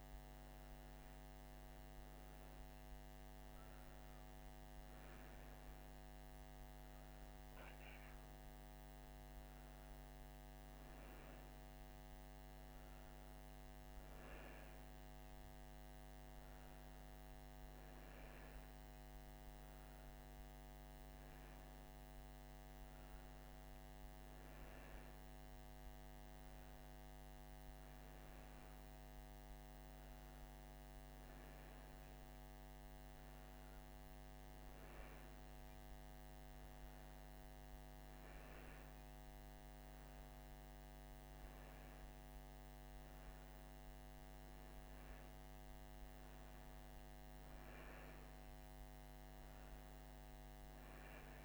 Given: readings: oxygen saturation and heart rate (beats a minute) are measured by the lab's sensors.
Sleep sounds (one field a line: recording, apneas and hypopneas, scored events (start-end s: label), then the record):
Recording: breathing in sleep, hard to hear, by a microphone on the trachea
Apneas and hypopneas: none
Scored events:
none scored
From the record:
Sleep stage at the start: N1 (lightest sleep)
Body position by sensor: on the right side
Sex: female